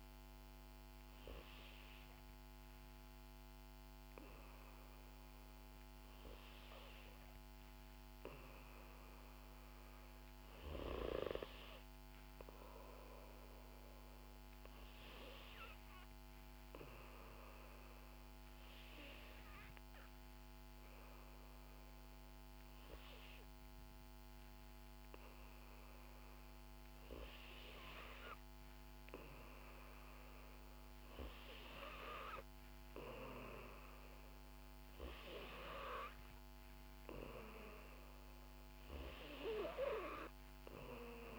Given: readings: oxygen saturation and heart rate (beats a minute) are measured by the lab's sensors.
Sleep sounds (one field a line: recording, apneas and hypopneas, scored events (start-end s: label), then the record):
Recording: breathing in sleep by a microphone on the trachea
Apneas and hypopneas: none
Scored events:
none scored
From the record:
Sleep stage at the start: N2 (light sleep)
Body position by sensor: on the back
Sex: female